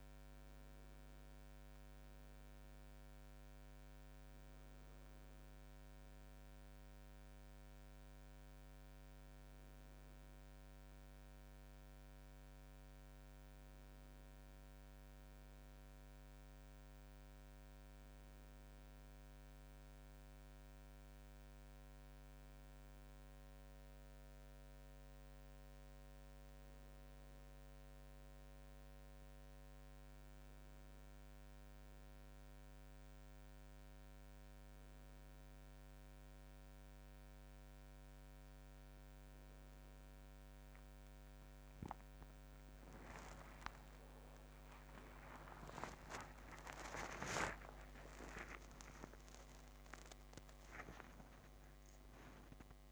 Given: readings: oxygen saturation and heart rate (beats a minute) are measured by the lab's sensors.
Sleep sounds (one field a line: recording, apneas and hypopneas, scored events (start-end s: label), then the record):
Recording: a person awake in a sleep study, by a microphone on the trachea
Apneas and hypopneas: none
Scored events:
43.00-45.00 s: long interval between heartbeats (device-marked, heart rate 73 before, 86 extreme)
45.00-47.00 s: long interval between heartbeats (device-marked, heart rate 74 before, 97 extreme)
48.00-50.00 s: long interval between heartbeats (device-marked, heart rate 81 before, 141 extreme)
From the record:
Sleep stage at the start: awake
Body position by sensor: on the back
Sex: female